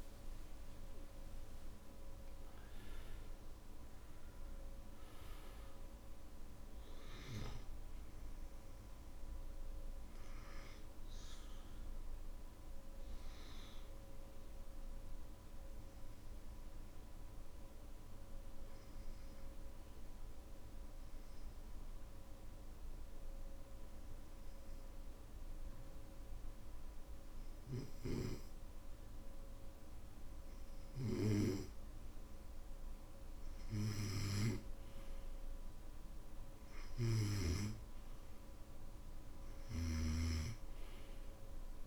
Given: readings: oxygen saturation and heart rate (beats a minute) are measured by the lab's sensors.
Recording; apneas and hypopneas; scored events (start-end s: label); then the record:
breathing in sleep by a room microphone; 1
0.00-3.00 s: arousal
0.00-21.00 s: oxygen desaturation (device-marked, oxygen 92% lowest, heart rate 61 extreme)
20.50-31.50 s: obstructive apnea (oxygen 97% before, 93% lowest, heart rate 67 before, 56 extreme, up 6 after)
33.50-36.00 s: arousal
34.00-41.87 s: oxygen desaturation (device-marked, oxygen 98% before, 93% lowest, heart rate 64 before, 56 extreme)
39.50-41.87 s: snoring (device-marked)
From the record:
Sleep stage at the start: N2 (light sleep); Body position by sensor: on the back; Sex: male